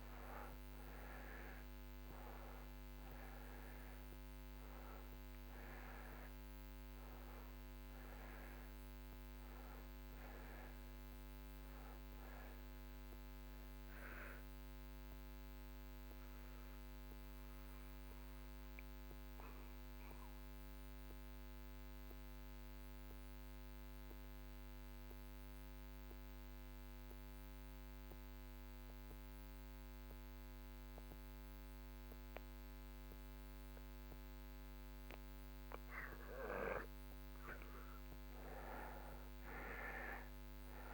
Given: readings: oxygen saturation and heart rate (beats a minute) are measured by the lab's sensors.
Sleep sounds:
breathing in sleep, hard to hear, by a microphone on the trachea; 1
0.00-29.00 s: oxygen desaturation (device-marked, oxygen 80% lowest)
14.50-36.50 s: mixed apnea (oxygen 97% before, 78% lowest)
39.00-40.94 s: arousal
From the record:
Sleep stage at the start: N2 (light sleep); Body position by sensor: on the back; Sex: male

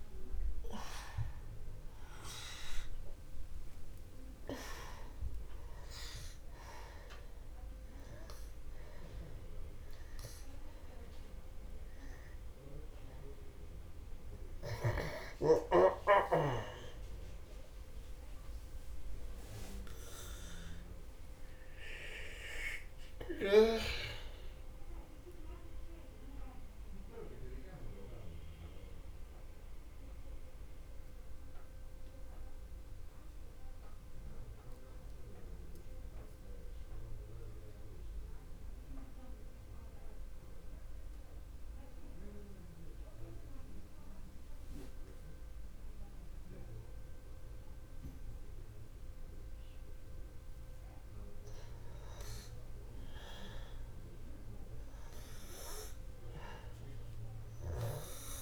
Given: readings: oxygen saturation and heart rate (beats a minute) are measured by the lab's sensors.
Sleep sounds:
breathing in sleep by a room microphone; 1
0.00-23.00 s: oxygen desaturation (device-marked, oxygen 88% lowest, heart rate 46 extreme)
21.00-24.50 s: arousal
26.00-52.00 s: mixed apnea (oxygen 95% before, 87% lowest, heart rate 65 before, 64 extreme, up 0 after)
54.50-58.42 s: arousal
From the record:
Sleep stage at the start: N2 (light sleep); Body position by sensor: on the back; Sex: male

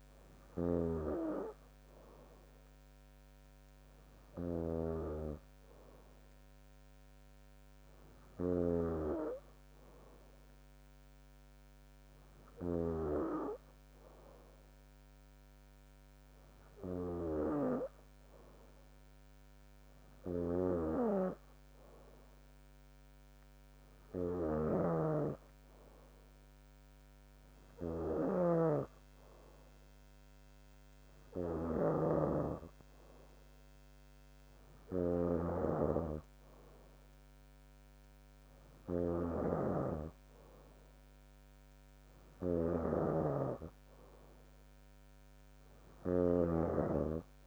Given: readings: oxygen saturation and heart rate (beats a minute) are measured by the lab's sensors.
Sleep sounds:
breathing in sleep by a microphone on the trachea; none
0.00-13.00 s: snoring (device-marked)
20.50-47.47 s: snoring (device-marked)
From the record:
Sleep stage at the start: N2 (light sleep); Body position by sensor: on the back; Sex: female

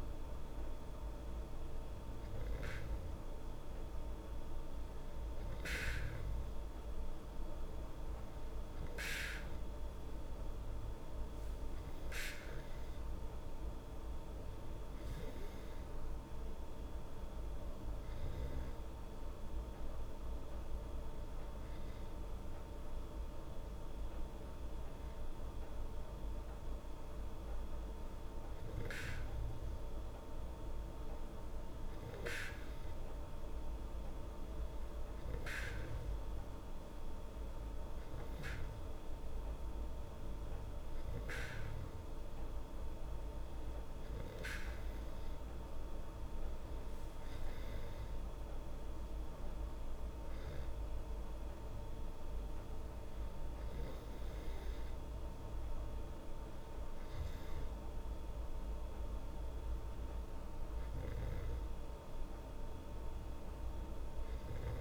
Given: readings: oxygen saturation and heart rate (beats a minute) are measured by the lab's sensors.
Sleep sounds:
breathing in sleep, hard to hear, by a room microphone; none
none scored
From the record:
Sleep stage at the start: N2 (light sleep); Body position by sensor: on the back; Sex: female

